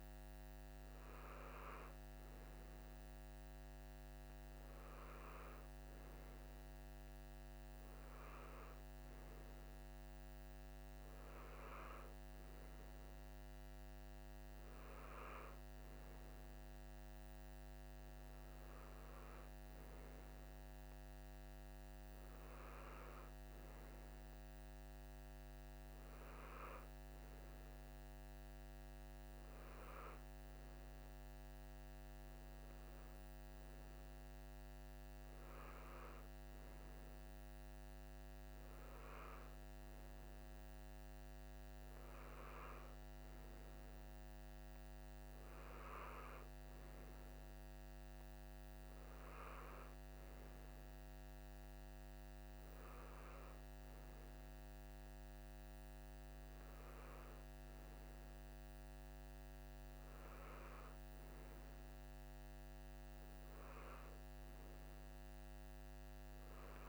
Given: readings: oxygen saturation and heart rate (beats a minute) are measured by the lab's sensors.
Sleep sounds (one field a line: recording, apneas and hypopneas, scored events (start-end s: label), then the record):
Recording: breathing in sleep, hard to hear, by a microphone on the trachea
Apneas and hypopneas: none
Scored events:
none scored
From the record:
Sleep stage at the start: N3 (deep sleep)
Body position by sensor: on the right side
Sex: male